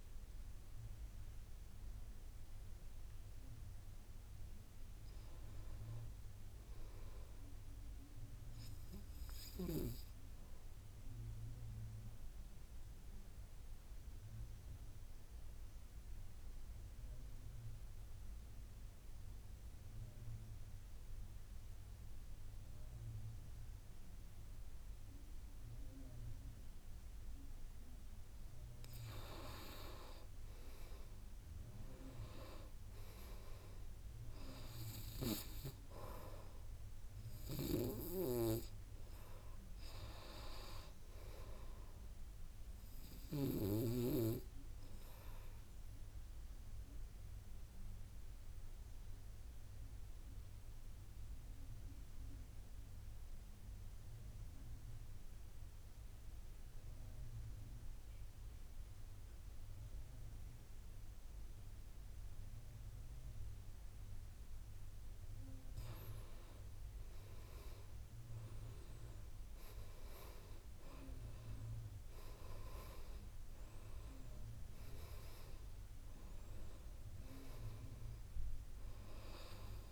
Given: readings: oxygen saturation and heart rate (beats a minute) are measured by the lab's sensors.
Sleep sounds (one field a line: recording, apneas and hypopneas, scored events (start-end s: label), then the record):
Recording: breathing in sleep by a room microphone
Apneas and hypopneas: 2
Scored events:
9.00-19.00 s: oxygen desaturation (device-marked, oxygen 97% before, 94% lowest, heart rate 60 before, 56 extreme)
9.50-28.00 s: obstructive apnea (oxygen 97% before, 86% lowest, heart rate 60 before, 56 extreme, up 9 after)
30.50-34.50 s: arousal
38.00-59.00 s: oxygen desaturation (device-marked, oxygen 97% before, 87% lowest, heart rate 60 before, 56 extreme)
45.50-64.00 s: obstructive apnea (oxygen 97% before, 85% lowest, heart rate 63 before, 55 extreme, up 12 after)
66.00-70.00 s: arousal
69.00-79.92 s: oxygen desaturation (device-marked, oxygen 97% before, 85% lowest, heart rate 58 before, 55 extreme)
From the record:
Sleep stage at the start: N2 (light sleep)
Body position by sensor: on the back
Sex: male